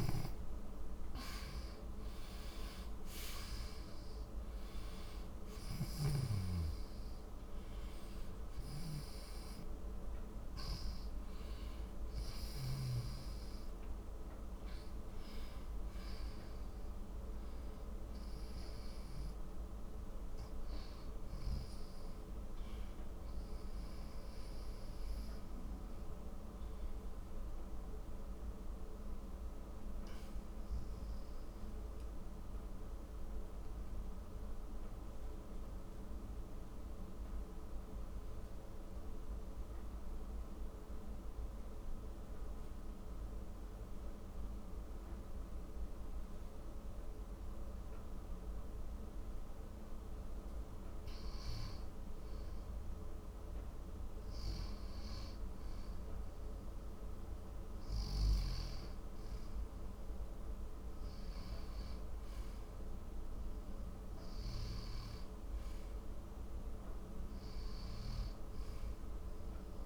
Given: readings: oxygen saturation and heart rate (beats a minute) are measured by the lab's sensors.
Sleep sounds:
breathing in sleep, hard to hear, by a room microphone; 1
0.00-29.00 s: oxygen desaturation (device-marked, oxygen 85% lowest, heart rate 55 extreme)
30.50-34.50 s: arousal
36.50-51.00 s: mixed apnea (oxygen 97% before, 95% lowest, heart rate 69 before, 57 extreme, up 9 after)
54.00-58.50 s: arousal
From the record:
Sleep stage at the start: N1 (lightest sleep); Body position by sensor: on the back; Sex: male

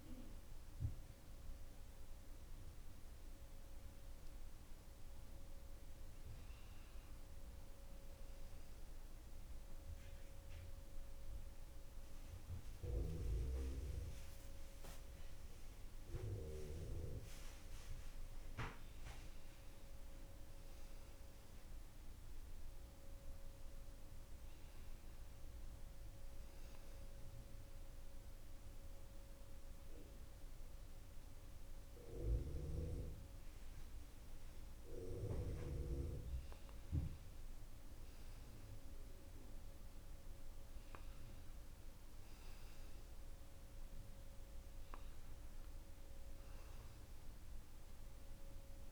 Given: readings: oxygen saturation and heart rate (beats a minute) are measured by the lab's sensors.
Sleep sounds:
a person awake in a sleep study, by a room microphone; none
none scored
From the record:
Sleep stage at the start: awake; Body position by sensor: on the back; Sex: male

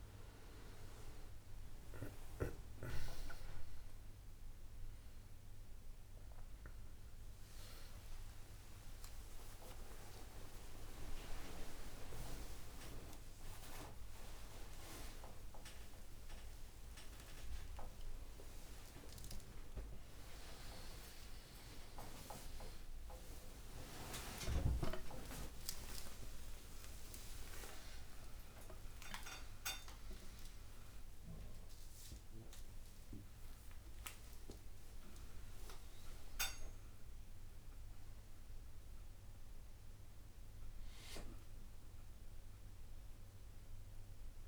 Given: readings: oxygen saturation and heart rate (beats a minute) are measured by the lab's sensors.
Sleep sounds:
a person awake in a sleep study, by a room microphone; none
1.00-7.00 s: oxygen desaturation (device-marked, oxygen 93% before, 89% lowest, heart rate 83 before, 100 extreme)
12.00-44.48 s: new sleep stage, awake
32.00-44.48 s: oxygen desaturation (device-marked, oxygen 95% before, 88% lowest, heart rate 137 before, 78 extreme)
From the record:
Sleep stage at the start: N2 (light sleep); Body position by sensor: on the right side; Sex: male

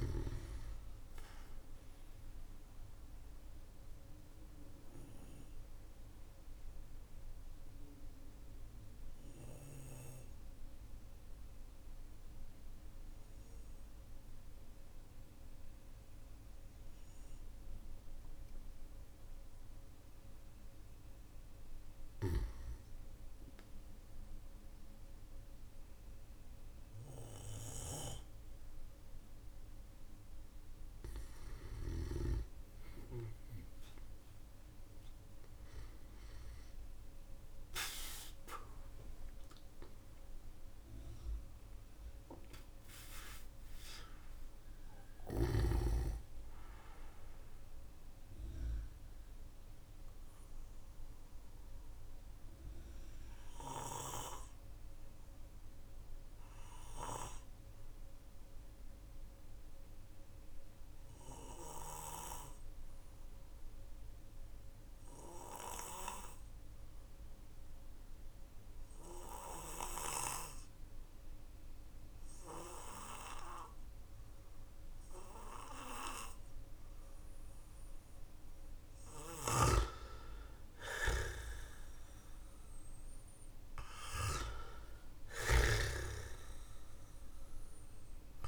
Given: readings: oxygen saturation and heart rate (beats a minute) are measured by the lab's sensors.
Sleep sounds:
breathing in sleep by a room microphone; 2
0.00-19.00 s: oxygen desaturation (device-marked, oxygen 93% lowest, heart rate 44 extreme)
1.00-19.50 s: obstructive apnea (oxygen 98% before, 93% lowest, heart rate 50 before, 48 extreme, up 10 after)
21.50-25.00 s: arousal
38.00-50.00 s: oxygen desaturation (device-marked, oxygen 98% before, 95% lowest, heart rate 57 before, 46 extreme)
42.50-46.50 s: arousal
49.50-78.00 s: obstructive apnea (oxygen 99% before, 92% lowest, heart rate 57 before, 45 extreme, up 11 after)
79.00-82.50 s: arousal
79.00-88.48 s: snoring (device-marked)
85.00-88.48 s: oxygen desaturation (device-marked, oxygen 98% before, 92% lowest, heart rate 54 before, 47 extreme)
From the record:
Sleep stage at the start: N2 (light sleep); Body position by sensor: on the back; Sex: male

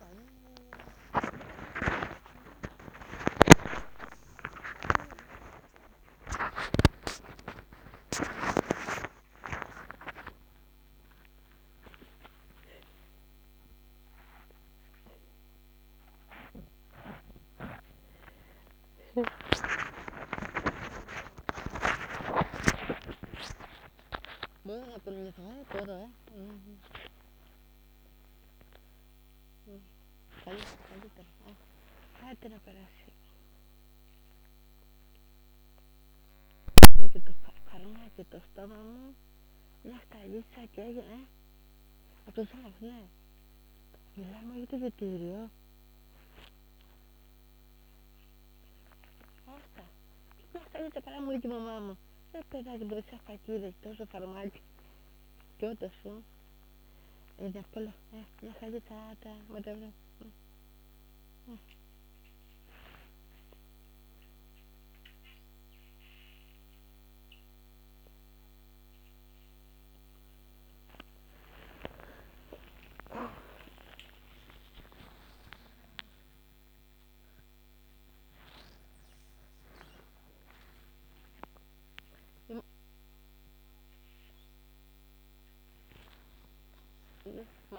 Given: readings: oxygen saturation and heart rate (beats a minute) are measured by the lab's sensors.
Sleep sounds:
a person awake in a sleep study, by a microphone on the trachea; none
0.00-2.00 s: snoring (device-marked)
76.00-87.00 s: oxygen desaturation (device-marked, oxygen 96% before, 93% lowest, heart rate 81 before, 73 extreme)
From the record:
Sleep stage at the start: awake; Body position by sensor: on the back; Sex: female

